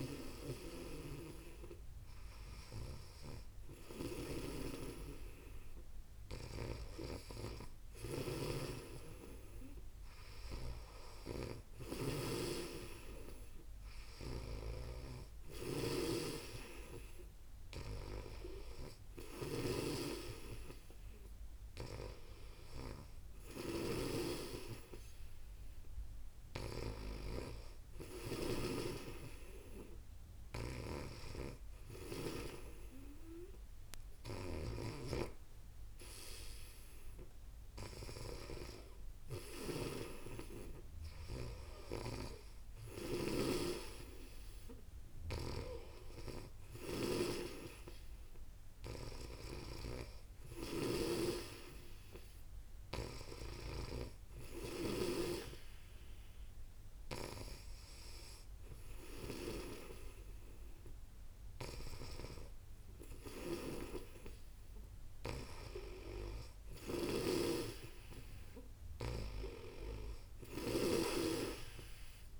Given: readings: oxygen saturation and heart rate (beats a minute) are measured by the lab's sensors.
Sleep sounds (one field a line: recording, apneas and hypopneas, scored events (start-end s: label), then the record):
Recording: breathing in sleep by a room microphone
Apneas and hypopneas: none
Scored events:
0.00-4.00 s: snoring (device-marked)
6.00-53.50 s: snoring (device-marked)
63.00-70.50 s: snoring (device-marked)
From the record:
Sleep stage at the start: N2 (light sleep)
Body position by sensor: on the back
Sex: female